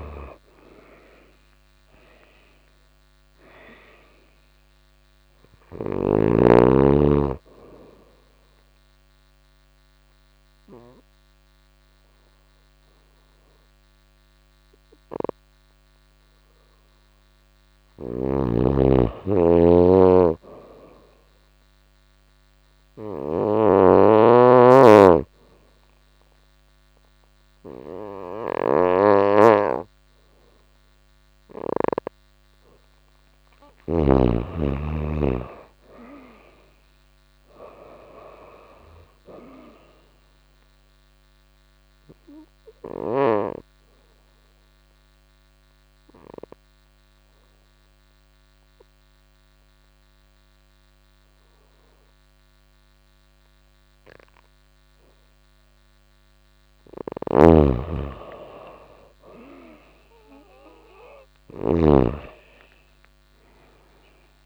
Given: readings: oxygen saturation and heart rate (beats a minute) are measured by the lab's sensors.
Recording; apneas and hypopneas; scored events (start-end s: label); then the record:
breathing in sleep by a microphone on the trachea; 3
3.50-24.50 s: oxygen desaturation (device-marked, oxygen 97% before, 87% lowest, heart rate 88 before, 87 extreme)
7.50-17.50 s: obstructive apnea (oxygen 97% before, 87% lowest, heart rate 89 before, 87 extreme, up 1 after)
17.50-23.00 s: snoring (device-marked)
19.50-22.00 s: arousal
23.50-33.50 s: obstructive apnea (oxygen 97% before, 88% lowest, heart rate 89 before, 87 extreme, up 13 after)
33.50-47.50 s: oxygen desaturation (device-marked, oxygen 96% before, 92% lowest, heart rate 89 before, 87 extreme)
34.00-37.50 s: arousal
40.00-55.50 s: obstructive apnea (oxygen 96% before, 88% lowest, heart rate 92 before, 87 extreme, up 2 after)
49.50-61.50 s: oxygen desaturation (device-marked, oxygen 94% before, 90% lowest, heart rate 93 before, 87 extreme)
56.50-61.00 s: snoring (device-marked)
57.00-61.00 s: arousal
From the record:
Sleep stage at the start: N2 (light sleep); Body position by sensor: on the back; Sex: female